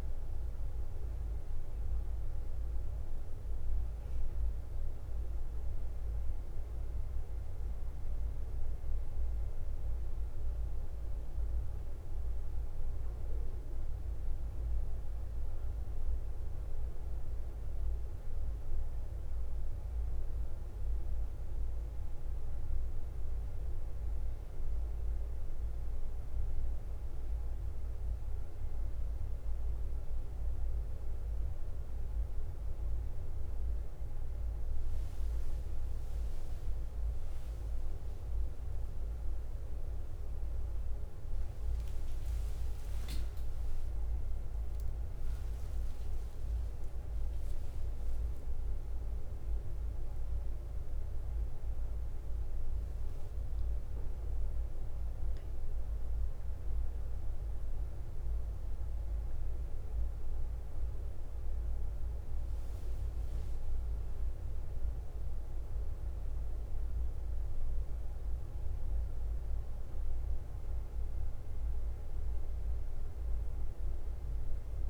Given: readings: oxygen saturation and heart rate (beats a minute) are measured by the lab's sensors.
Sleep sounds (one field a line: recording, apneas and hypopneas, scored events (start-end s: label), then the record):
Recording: breathing in sleep, hard to hear, by a room microphone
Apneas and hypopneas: none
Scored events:
0.00-74.90 s: bradycardia (device-marked, heart rate 45 extreme)
28.50-30.50 s: long interval between heartbeats (device-marked, heart rate 52 before, 55 extreme)
42.50-47.00 s: arousal
From the record:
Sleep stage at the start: N2 (light sleep)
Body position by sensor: on the back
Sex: male